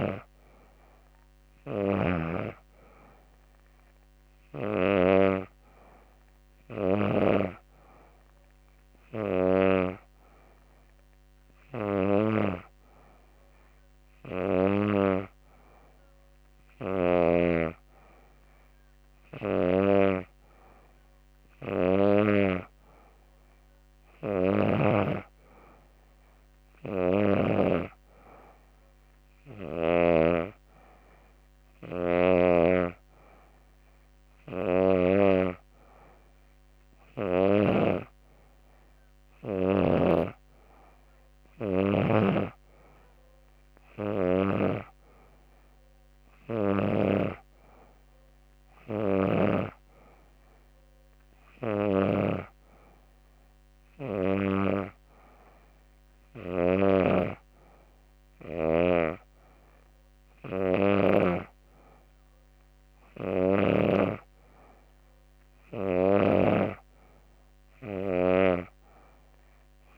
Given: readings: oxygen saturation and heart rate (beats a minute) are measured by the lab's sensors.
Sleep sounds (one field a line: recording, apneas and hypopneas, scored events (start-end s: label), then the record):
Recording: breathing in sleep by a microphone on the trachea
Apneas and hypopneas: none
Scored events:
none scored
From the record:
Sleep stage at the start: N2 (light sleep)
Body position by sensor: on the back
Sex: female